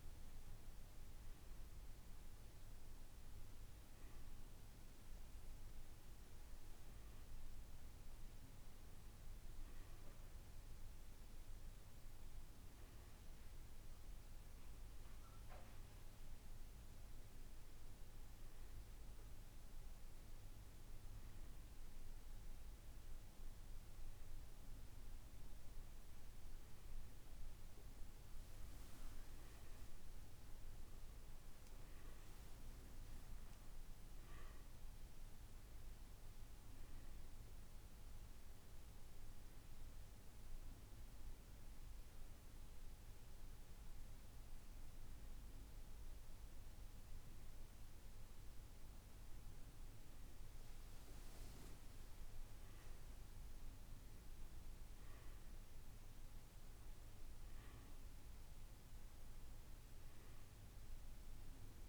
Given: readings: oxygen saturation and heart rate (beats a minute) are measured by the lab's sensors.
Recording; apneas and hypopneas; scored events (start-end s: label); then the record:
breathing in sleep, hard to hear, by a room microphone; none
none scored
From the record:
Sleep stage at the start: N1 (lightest sleep); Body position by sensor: on the right side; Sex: male